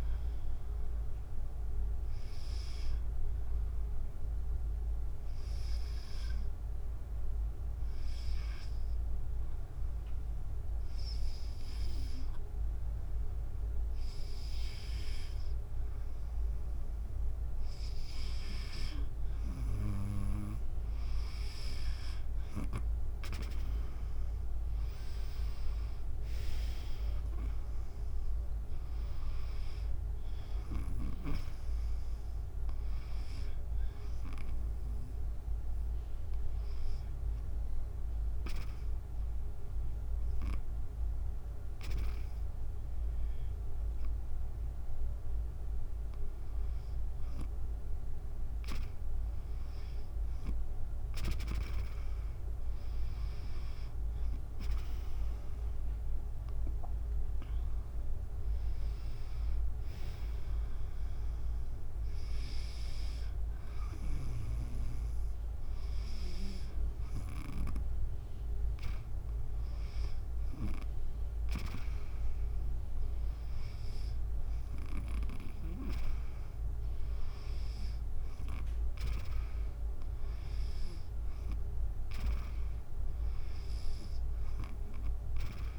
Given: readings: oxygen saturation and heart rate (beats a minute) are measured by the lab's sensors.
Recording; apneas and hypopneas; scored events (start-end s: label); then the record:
breathing in sleep by a room microphone; 2
0.00-2.00 s: drop in pulse transit time (device-marked, heart rate 72 extreme)
0.00-8.00 s: oxygen desaturation (device-marked, oxygen 91% lowest, heart rate 67 extreme)
8.00-19.00 s: hypopnea (oxygen 97% before, 91% lowest, heart rate 75 before, 65 extreme, up 6 after)
22.00-41.00 s: oxygen desaturation (device-marked, oxygen 97% before, 91% lowest, heart rate 69 before, 65 extreme)
22.50-25.50 s: arousal
24.00-35.00 s: drop in pulse transit time (device-marked, heart rate 70 before, 68 extreme)
38.50-51.00 s: hypopnea (oxygen 97% before, 93% lowest, heart rate 71 before, 65 extreme, up 10 after)
54.00-66.00 s: drop in pulse transit time (device-marked, heart rate 69 before, 69 extreme)
56.00-59.50 s: arousal
57.00-72.00 s: oxygen desaturation (device-marked, oxygen 97% before, 93% lowest, heart rate 70 before, 65 extreme)
64.50-68.00 s: snoring (device-marked)
From the record:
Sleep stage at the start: N2 (light sleep); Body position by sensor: on the back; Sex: female